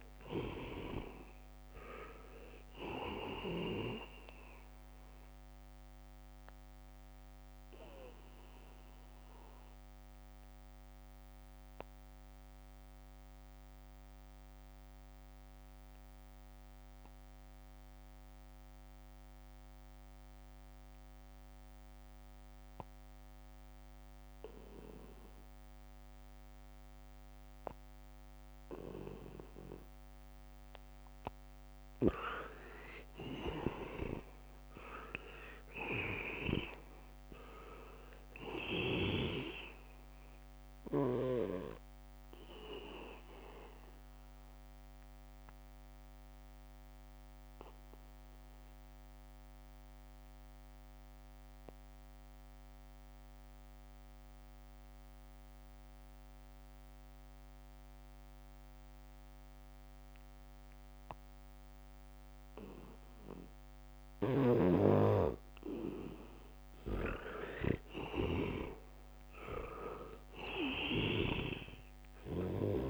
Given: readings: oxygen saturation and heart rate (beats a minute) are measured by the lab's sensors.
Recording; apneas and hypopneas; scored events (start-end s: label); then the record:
breathing in sleep by a microphone on the trachea; 2
0.00-1.00 s: arousal
0.00-1.50 s: leg movement (device-marked)
0.00-23.00 s: oxygen desaturation (device-marked, oxygen 82% lowest, heart rate 71 extreme)
8.00-30.00 s: obstructive apnea (oxygen 99% before, 79% lowest, heart rate 74 before, 71 extreme, up 2 after)
25.00-54.00 s: oxygen desaturation (device-marked, oxygen 99% before, 79% lowest, heart rate 75 before, 68 extreme)
33.00-35.50 s: arousal
43.50-64.50 s: obstructive apnea (oxygen 99% before, 79% lowest, heart rate 73 before, 68 extreme, up 1 after)
64.50-72.00 s: snoring (device-marked)
66.00-72.90 s: oxygen desaturation (device-marked, oxygen 99% before, 82% lowest, heart rate 76 before, 71 extreme)
68.50-71.50 s: arousal
From the record:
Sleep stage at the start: N2 (light sleep); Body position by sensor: on the back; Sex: male